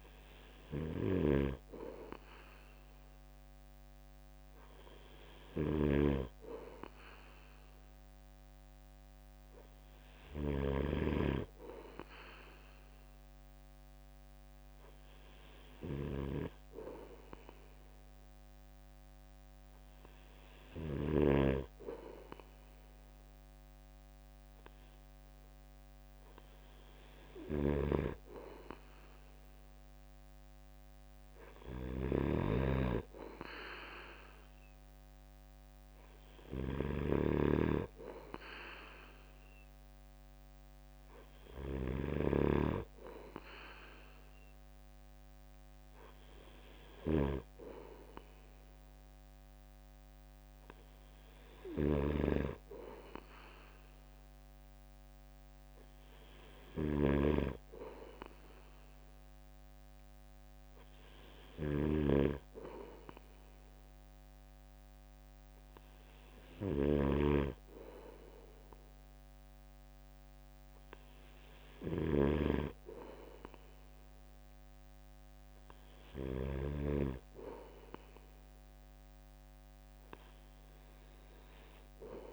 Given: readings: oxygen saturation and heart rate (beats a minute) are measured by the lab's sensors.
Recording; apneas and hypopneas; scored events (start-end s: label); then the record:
breathing in sleep by a microphone on the trachea; none
0.00-10.50 s: snoring (device-marked)
27.00-76.50 s: snoring (device-marked)
From the record:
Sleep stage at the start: N3 (deep sleep); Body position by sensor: on the right side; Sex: male